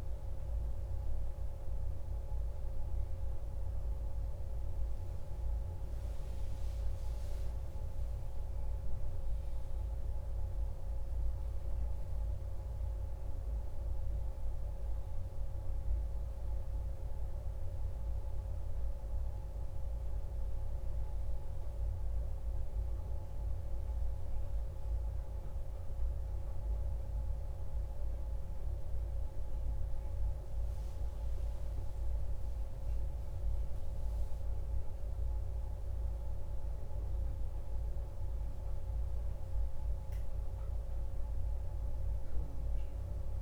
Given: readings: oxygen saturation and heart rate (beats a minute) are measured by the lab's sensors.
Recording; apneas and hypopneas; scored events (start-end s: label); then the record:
a person awake in a sleep study, hard to hear, by a room microphone; none
6.50-43.41 s: new sleep stage, awake
From the record:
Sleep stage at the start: N1 (lightest sleep); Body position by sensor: on the back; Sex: male